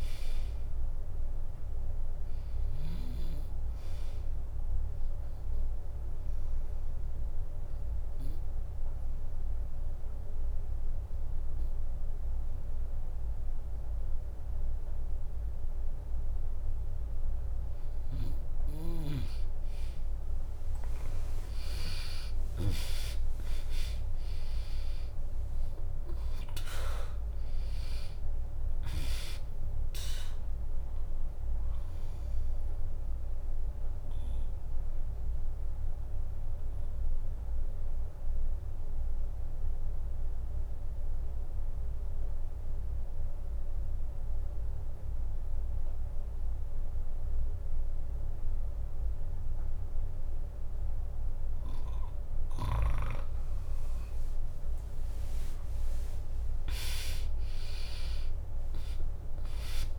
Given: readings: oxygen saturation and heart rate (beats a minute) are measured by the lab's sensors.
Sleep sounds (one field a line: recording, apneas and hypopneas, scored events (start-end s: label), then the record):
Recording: breathing in sleep by a room microphone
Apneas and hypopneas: 2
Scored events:
6.00-18.50 s: obstructive apnea (oxygen 99% before, 95% lowest, heart rate 64 before, 62 extreme, up 0 after)
20.50-33.50 s: drop in pulse transit time (device-marked, heart rate 63 before, 62 extreme)
21.00-26.00 s: arousal
34.00-52.50 s: obstructive apnea (oxygen 98% before, 95% lowest, heart rate 65 before, 60 extreme, up 2 after)
54.00-59.50 s: arousal
55.50-59.99 s: drop in pulse transit time (device-marked, heart rate 73 before, 61 extreme)
From the record:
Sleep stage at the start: N2 (light sleep)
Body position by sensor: on the back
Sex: female